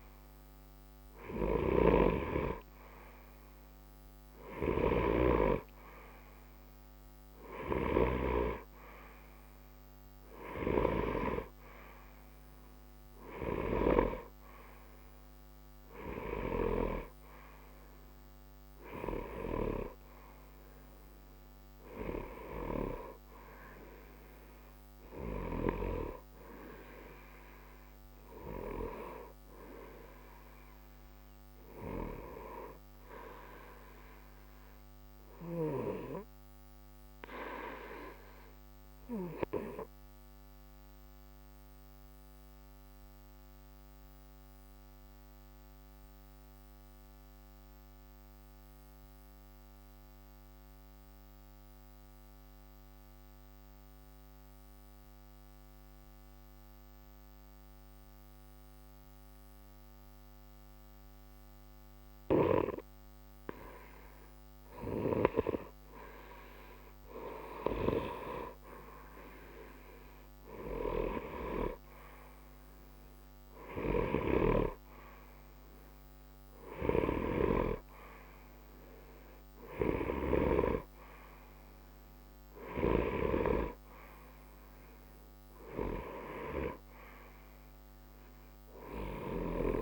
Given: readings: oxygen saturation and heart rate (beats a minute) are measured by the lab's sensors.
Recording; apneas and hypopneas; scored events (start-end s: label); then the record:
breathing in sleep by a microphone on the trachea; 1
0.00-7.50 s: oxygen desaturation (device-marked, oxygen 91% lowest, heart rate 60 extreme)
22.50-38.50 s: oxygen desaturation (device-marked, oxygen 91% before, 88% lowest, heart rate 60 before, 60 extreme)
36.50-63.50 s: obstructive apnea (oxygen 93% before, 89% lowest, heart rate 60 before, 60 extreme, up 0 after)
65.50-76.50 s: oxygen desaturation (device-marked, oxygen 95% before, 92% lowest, heart rate 60 before, 60 extreme)
66.50-70.50 s: arousal
82.50-89.82 s: oxygen desaturation (device-marked, oxygen 93% before, 89% lowest, heart rate 60 before, 60 extreme)
From the record:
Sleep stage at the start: N2 (light sleep); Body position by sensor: on the right side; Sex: male